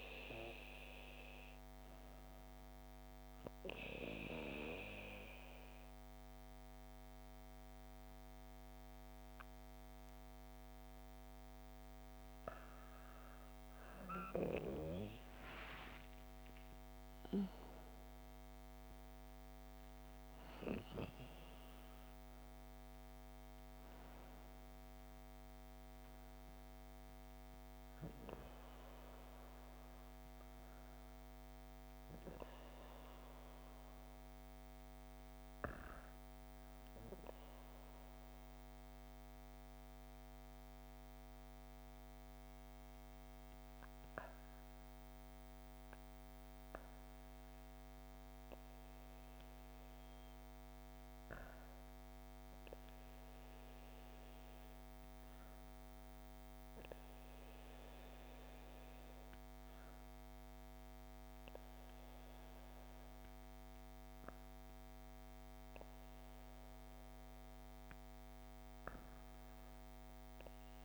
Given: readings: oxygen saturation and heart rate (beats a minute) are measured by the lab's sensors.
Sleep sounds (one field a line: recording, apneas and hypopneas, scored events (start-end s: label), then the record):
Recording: breathing in sleep by a microphone on the trachea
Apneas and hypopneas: 1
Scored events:
3.00-13.00 s: obstructive apnea (oxygen 97% before, 95% lowest, heart rate 82 before, 58 extreme, up 27 after)
15.00-20.50 s: arousal
From the record:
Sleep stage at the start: N2 (light sleep)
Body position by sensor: on the back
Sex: female